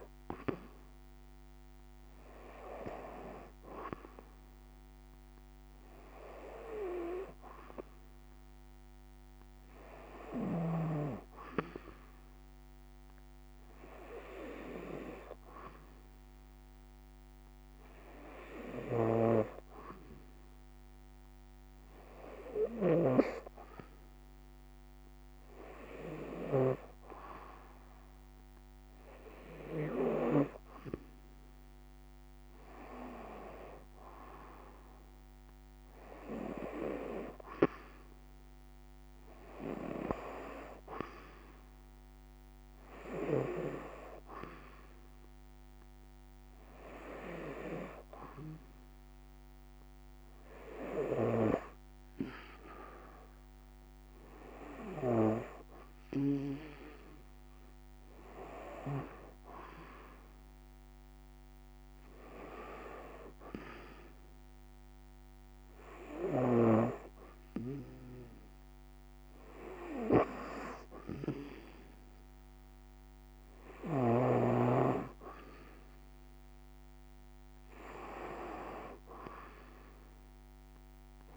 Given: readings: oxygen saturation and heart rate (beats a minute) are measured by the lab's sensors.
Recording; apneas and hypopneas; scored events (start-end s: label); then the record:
breathing in sleep by a microphone on the trachea; none
none scored
From the record:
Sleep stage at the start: N2 (light sleep); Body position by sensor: on the right side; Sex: female